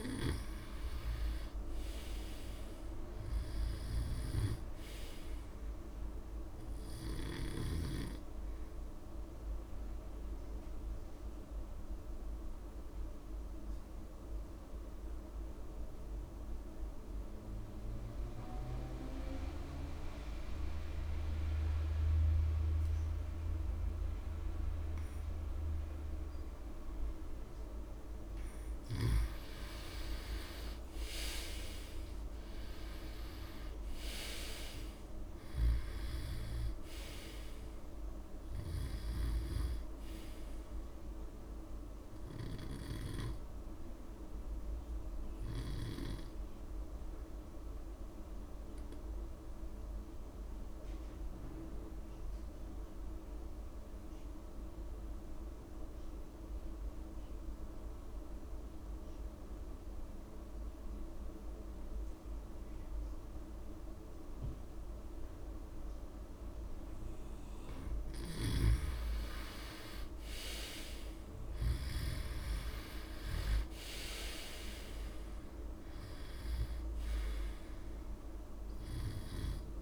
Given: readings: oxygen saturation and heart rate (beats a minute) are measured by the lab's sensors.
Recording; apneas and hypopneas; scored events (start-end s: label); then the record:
breathing in sleep by a room microphone; 2
0.50-21.50 s: oxygen desaturation (device-marked, oxygen 100% before, 91% lowest)
10.00-27.50 s: obstructive apnea (oxygen 100% before, 87% lowest)
27.50-52.50 s: oxygen desaturation (device-marked, oxygen 96% before, 87% lowest)
28.00-32.50 s: arousal
29.50-31.50 s: long interval between heartbeats (device-marked)
45.50-67.00 s: obstructive apnea (oxygen 96% before, 85% lowest)
67.50-79.82 s: oxygen desaturation (device-marked, oxygen 98% before, 86% lowest)
70.50-73.50 s: arousal
From the record:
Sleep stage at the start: N2 (light sleep); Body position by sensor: on the back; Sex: male